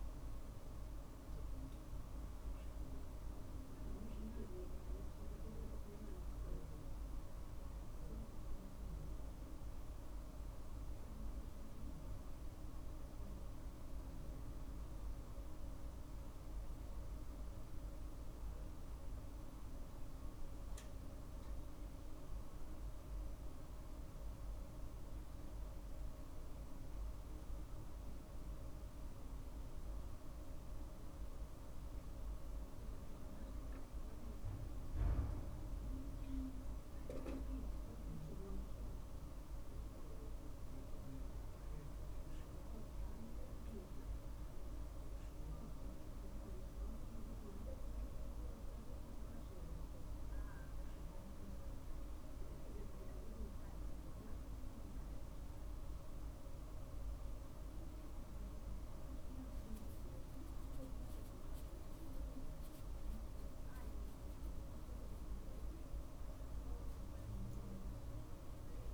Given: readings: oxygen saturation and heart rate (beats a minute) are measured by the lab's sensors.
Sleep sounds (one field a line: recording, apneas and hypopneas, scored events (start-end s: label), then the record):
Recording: breathing in sleep, hard to hear, by a room microphone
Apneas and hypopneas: none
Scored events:
31.50-36.00 s: arousal
From the record:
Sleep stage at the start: N1 (lightest sleep)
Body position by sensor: on the right side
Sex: male